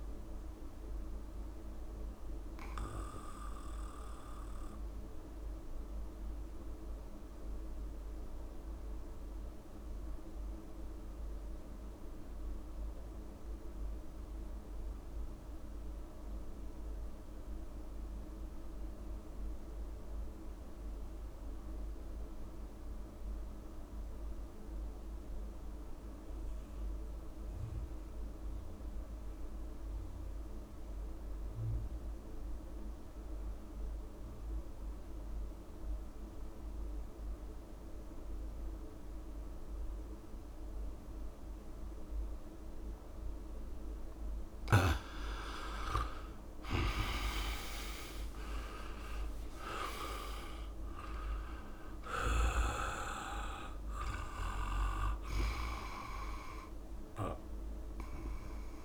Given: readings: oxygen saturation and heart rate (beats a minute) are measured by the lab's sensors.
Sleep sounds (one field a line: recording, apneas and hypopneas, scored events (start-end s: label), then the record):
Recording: breathing in sleep by a room microphone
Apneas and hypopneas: 1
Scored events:
0.00-13.00 s: oxygen desaturation (device-marked, oxygen 80% lowest, heart rate 65 extreme)
2.00-43.00 s: obstructive apnea (oxygen 100% before, 78% lowest, heart rate 74 before, 65 extreme, up 29 after)
28.00-58.85 s: oxygen desaturation (device-marked, oxygen 99% before, 78% lowest, heart rate 67 before, 62 extreme)
45.50-50.00 s: arousal
46.00-48.00 s: long interval between heartbeats (device-marked, heart rate 69 before, 80 extreme)
48.00-50.00 s: long interval between heartbeats (device-marked, heart rate 70 before, 92 extreme)
From the record:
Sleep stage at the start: REM sleep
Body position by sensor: on the back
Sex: male